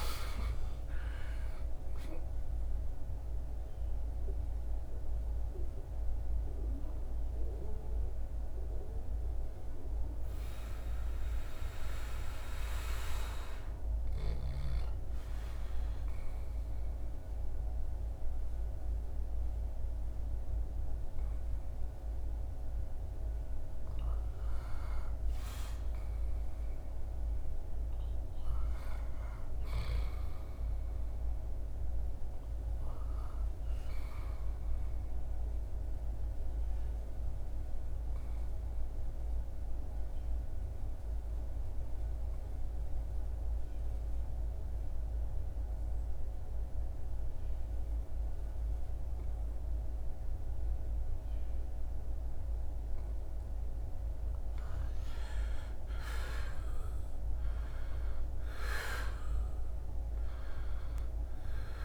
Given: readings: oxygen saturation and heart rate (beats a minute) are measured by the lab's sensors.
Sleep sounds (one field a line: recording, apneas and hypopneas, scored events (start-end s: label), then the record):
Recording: breathing in sleep, hard to hear, by a room microphone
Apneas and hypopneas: 2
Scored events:
0.00-23.50 s: oxygen desaturation (device-marked, oxygen 71% lowest, heart rate 66 extreme)
3.00-20.50 s: obstructive apnea (oxygen 94% before, 71% lowest, heart rate 74 before, 66 extreme, up 11 after)
24.00-29.50 s: arousal
33.00-52.50 s: obstructive apnea (oxygen 100% before, 85% lowest, heart rate 82 before, 69 extreme, up 12 after)
52.50-61.84 s: oxygen desaturation (device-marked, oxygen 97% before, 85% lowest, heart rate 75 before, 68 extreme)
53.00-58.00 s: arousal
From the record:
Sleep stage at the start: N2 (light sleep)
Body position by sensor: on the back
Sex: male